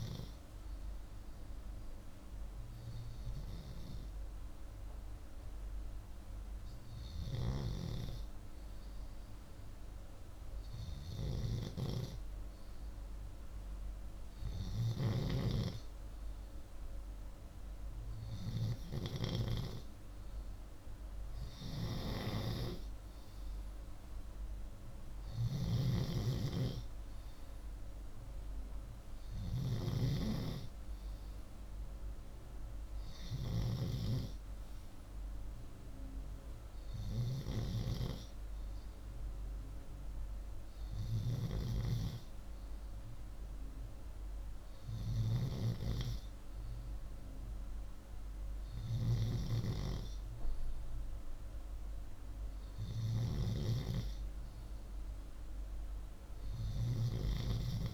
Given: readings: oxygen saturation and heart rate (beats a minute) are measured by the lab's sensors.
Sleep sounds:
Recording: breathing in sleep by a room microphone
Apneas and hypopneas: none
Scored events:
25.00-29.50 s: snoring (device-marked)
From the record:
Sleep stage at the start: N2 (light sleep)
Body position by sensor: upright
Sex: male

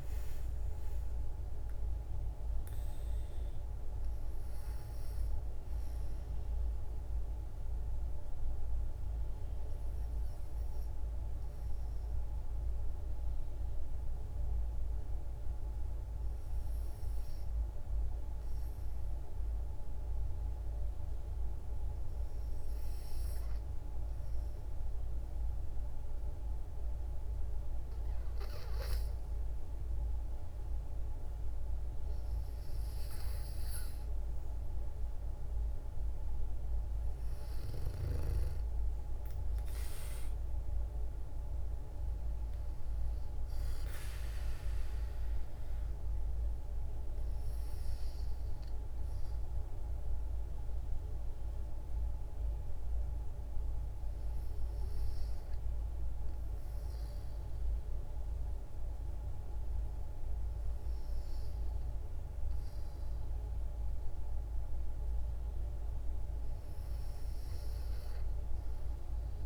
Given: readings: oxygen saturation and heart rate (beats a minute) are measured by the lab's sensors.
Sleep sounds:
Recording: breathing in sleep, hard to hear, by a room microphone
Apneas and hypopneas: 2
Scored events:
0.00-22.50 s: oxygen desaturation (device-marked, oxygen 91% lowest, heart rate 52 extreme)
8.00-30.00 s: obstructive apnea (oxygen 97% before, 91% lowest, heart rate 56 before, 54 extreme, up 2 after)
32.50-35.50 s: arousal
34.50-59.50 s: oxygen desaturation (device-marked, oxygen 97% before, 92% lowest, heart rate 59 before, 54 extreme)
47.00-62.50 s: hypopnea (oxygen 98% before, 91% lowest, heart rate 59 before, 54 extreme, up 4 after)
65.50-68.00 s: arousal
From the record:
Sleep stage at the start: N2 (light sleep)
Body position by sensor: on the back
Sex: female

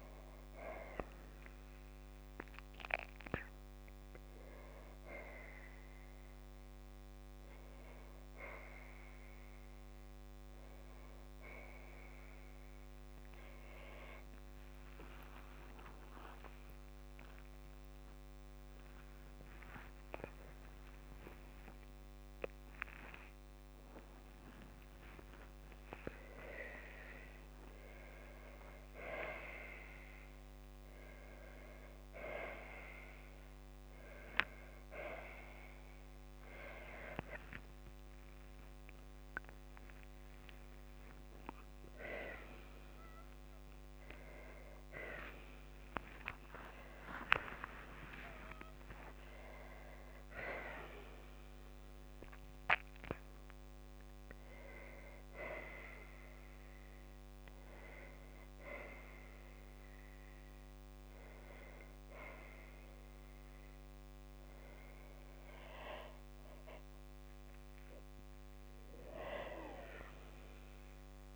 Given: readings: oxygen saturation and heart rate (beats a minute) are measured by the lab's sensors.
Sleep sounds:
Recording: a person awake in a sleep study, by a microphone on the trachea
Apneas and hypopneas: none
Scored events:
0.00-3.00 s: tachycardia (device-marked, heart rate 156 extreme)
15.00-18.00 s: tachycardia (device-marked, heart rate 63 before, 95 extreme)
15.50-17.50 s: long interval between heartbeats (device-marked, heart rate 96 before, 84 extreme)
18.00-20.00 s: long interval between heartbeats (device-marked, heart rate 94 before, 105 extreme)
23.00-25.00 s: long interval between heartbeats (device-marked, heart rate 94 before, 100 extreme)
25.00-27.00 s: tachycardia (device-marked, heart rate 64 before, 100 extreme)
26.50-28.50 s: long interval between heartbeats (device-marked, heart rate 94 before, 98 extreme)
37.00-39.00 s: long interval between heartbeats (device-marked, heart rate 95 before, 81 extreme)
37.00-40.00 s: tachycardia (device-marked, heart rate 65 before, 95 extreme)
40.50-42.50 s: long interval between heartbeats (device-marked, heart rate 92 before, 114 extreme)
46.00-48.00 s: long interval between heartbeats (device-marked, heart rate 93 before, 88 extreme)
46.00-50.00 s: tachycardia (device-marked, heart rate 65 before, 107 extreme)
48.00-50.00 s: long interval between heartbeats (device-marked, heart rate 92 before, 99 extreme)
From the record:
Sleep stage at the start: awake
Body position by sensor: on the right side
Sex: female

